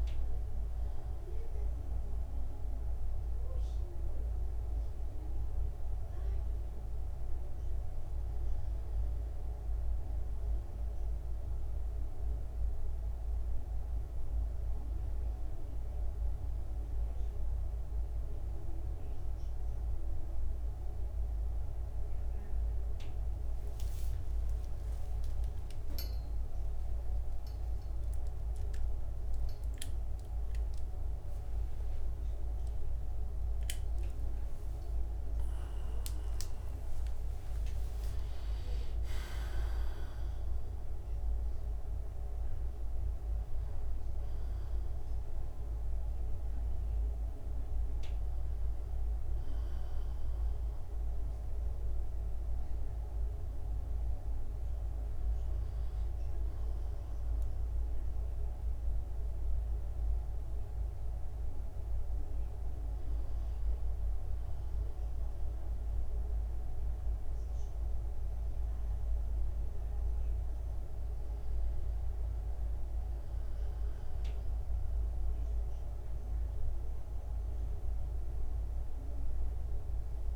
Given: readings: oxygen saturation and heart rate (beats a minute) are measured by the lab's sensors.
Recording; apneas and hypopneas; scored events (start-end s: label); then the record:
breathing in sleep, hard to hear, by a room microphone; none
25.00-32.00 s: arousal
26.00-28.00 s: long interval between heartbeats (device-marked, heart rate 69 before, 79 extreme)
32.50-34.50 s: long interval between heartbeats (device-marked, heart rate 73 before, 79 extreme)
38.00-40.00 s: long interval between heartbeats (device-marked, heart rate 75 before, 80 extreme)
From the record:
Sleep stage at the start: N1 (lightest sleep); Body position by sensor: on the back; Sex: male